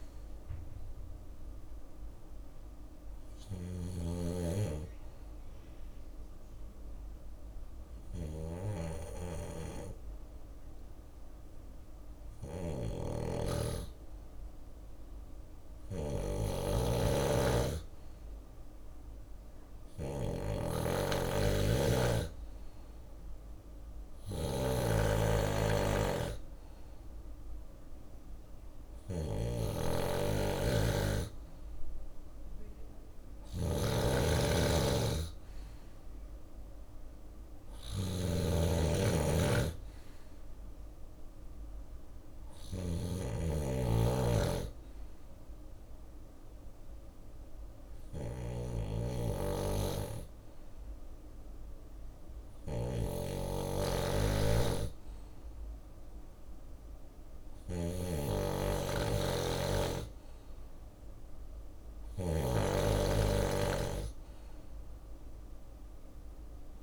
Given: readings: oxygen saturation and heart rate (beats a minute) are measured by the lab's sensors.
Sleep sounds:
breathing in sleep by a room microphone; 1
0.00-66.50 s: snoring (device-marked)
3.50-16.50 s: obstructive apnea (oxygen 98% before, 94% lowest, heart rate 64 before, 62 extreme, up 3 after)
18.50-22.50 s: arousal
62.50-65.50 s: arousal
64.50-66.83 s: drop in pulse transit time (device-marked, heart rate 65 before, 61 extreme)
From the record:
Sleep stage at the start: N2 (light sleep); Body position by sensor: on the left side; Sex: male

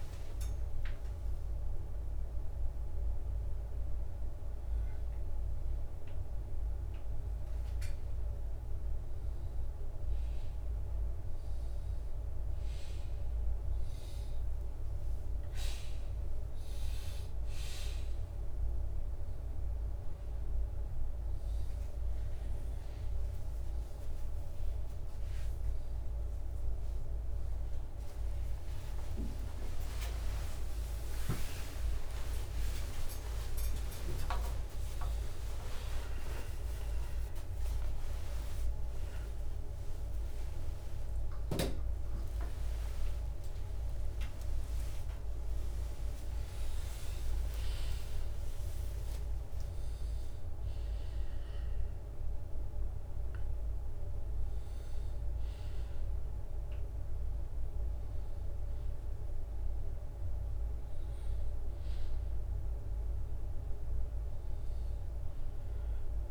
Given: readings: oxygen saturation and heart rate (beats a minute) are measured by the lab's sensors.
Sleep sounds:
a person awake in a sleep study, hard to hear, by a room microphone; none
0.50-2.50 s: long interval between heartbeats (device-marked, heart rate 95 before, 113 extreme)
19.50-32.50 s: drop in pulse transit time (device-marked, heart rate 82 before, 66 extreme)
32.50-34.50 s: long interval between heartbeats (device-marked, heart rate 70 before, 90 extreme)
34.50-39.50 s: bradycardia (device-marked, heart rate 71 before, 29 extreme)
40.00-42.00 s: long interval between heartbeats (device-marked, heart rate 72 before, 37 extreme)
41.50-48.50 s: tachycardia (device-marked, heart rate 71 before, 127 extreme)
44.50-46.50 s: long interval between heartbeats (device-marked, heart rate 71 before, 117 extreme)
47.00-49.00 s: long interval between heartbeats (device-marked, heart rate 76 before, 127 extreme)
56.50-66.31 s: bradycardia (device-marked, heart rate 72 before, 58 extreme)
From the record:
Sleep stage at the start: awake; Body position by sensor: on the back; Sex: male

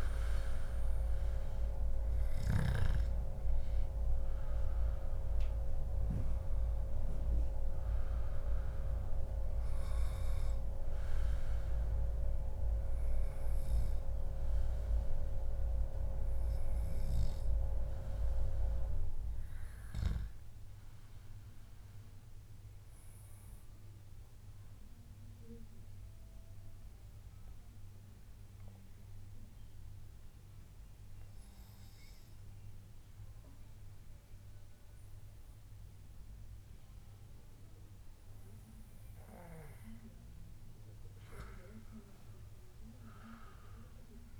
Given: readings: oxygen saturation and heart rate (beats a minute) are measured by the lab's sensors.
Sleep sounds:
breathing in sleep by a room microphone; 1
1.00-27.00 s: oxygen desaturation (device-marked, oxygen 97% before, 93% lowest, heart rate 140 before, 143 extreme)
20.00-39.00 s: obstructive apnea (oxygen 97% before, 91% lowest, heart rate 134 before, 143 extreme, up 2 after)
41.50-44.40 s: arousal
From the record:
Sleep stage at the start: N2 (light sleep); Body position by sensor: on the back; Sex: male

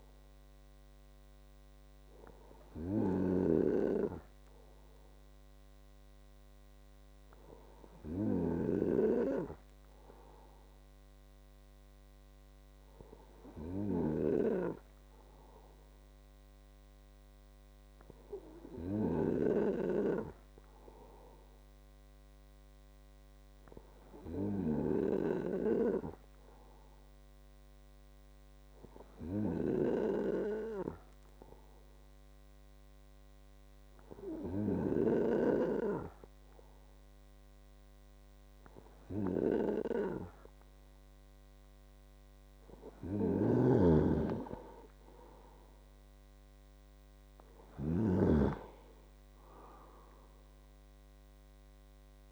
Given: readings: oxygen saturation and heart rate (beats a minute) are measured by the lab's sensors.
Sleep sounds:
breathing in sleep by a microphone on the trachea; 1
3.50-9.00 s: snoring (device-marked)
19.50-42.50 s: hypopnea (oxygen 97% before, 94% lowest, heart rate 186 before, 51 extreme, up 6 after)
43.50-52.32 s: snoring (device-marked)
45.00-48.00 s: arousal
From the record:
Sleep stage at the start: N2 (light sleep); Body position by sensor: on the right side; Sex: male

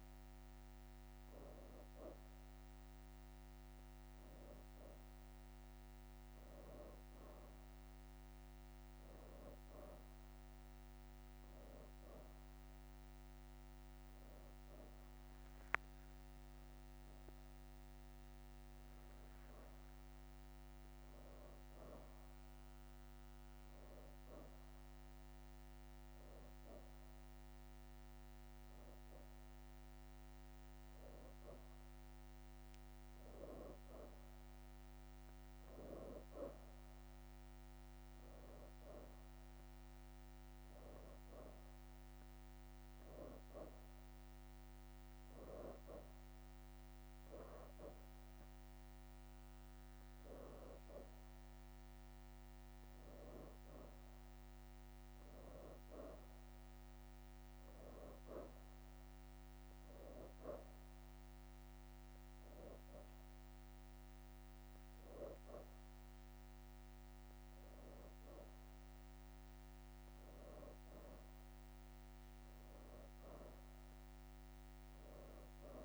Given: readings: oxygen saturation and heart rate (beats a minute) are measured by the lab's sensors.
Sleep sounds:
breathing in sleep by a microphone on the trachea; 1
5.00-6.50 s: leg movement (device-marked)
19.50-20.50 s: leg movement (device-marked)
27.00-35.00 s: oxygen desaturation (device-marked, oxygen 92% before, 89% lowest, heart rate 96 before, 81 extreme)
35.00-39.00 s: arousal
37.00-50.00 s: oxygen desaturation (device-marked, oxygen 92% before, 88% lowest, heart rate 93 before, 81 extreme)
42.50-52.50 s: hypopnea (oxygen 92% before, 87% lowest, heart rate 86 before, 81 extreme, up 6 after)
53.00-56.00 s: arousal
60.00-70.00 s: oxygen desaturation (device-marked, oxygen 91% before, 87% lowest, heart rate 85 before, 82 extreme)
71.50-72.50 s: leg movement (device-marked)
72.00-75.84 s: arousal
From the record:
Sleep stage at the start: N2 (light sleep); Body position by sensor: on the back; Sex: female

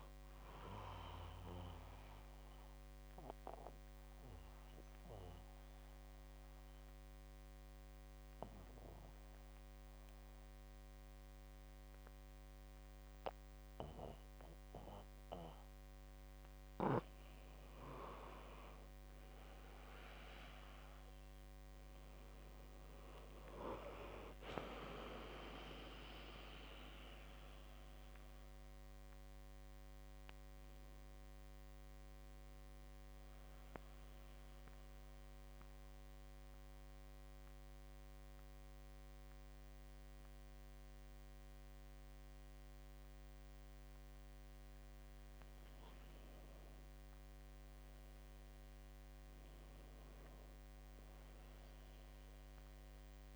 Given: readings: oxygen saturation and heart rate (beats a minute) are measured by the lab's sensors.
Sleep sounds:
breathing in sleep by a microphone on the trachea; 2
0.00-12.00 s: oxygen desaturation (device-marked, oxygen 94% lowest, heart rate 63 extreme)
1.00-16.00 s: obstructive apnea (oxygen 97% before, 94% lowest, heart rate 65 before, 63 extreme, up 2 after)
21.00-24.50 s: arousal
34.50-45.50 s: central apnea (oxygen 97% before, 95% lowest, heart rate 65 before, 65 extreme, up 4 after)
48.00-51.50 s: arousal
From the record:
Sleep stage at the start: N2 (light sleep); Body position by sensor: on the back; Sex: male

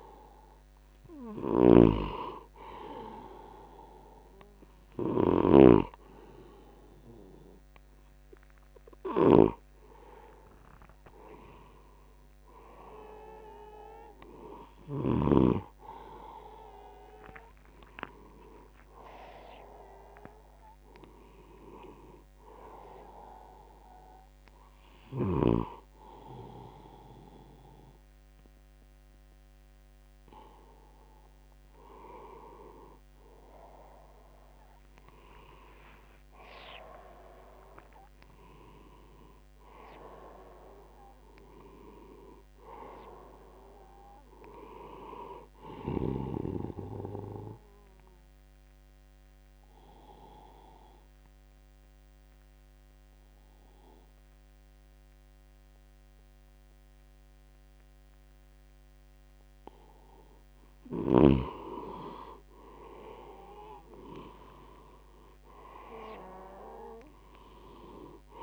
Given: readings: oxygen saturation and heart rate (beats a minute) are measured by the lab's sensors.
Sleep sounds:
breathing in sleep by a microphone on the trachea; 1
0.00-15.50 s: snoring (device-marked)
17.00-21.00 s: arousal
38.00-42.50 s: arousal
46.50-60.00 s: obstructive apnea (oxygen 96% before, 88% lowest, heart rate 78 before, 50 extreme, up 14 after)
58.50-61.50 s: bradycardia (device-marked, heart rate 80 before, 62 extreme)
62.00-66.50 s: arousal
63.50-68.43 s: oxygen desaturation (device-marked, oxygen 97% before, 91% lowest, heart rate 74 before, 71 extreme)
From the record:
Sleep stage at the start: N2 (light sleep); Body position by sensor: on the left side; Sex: male

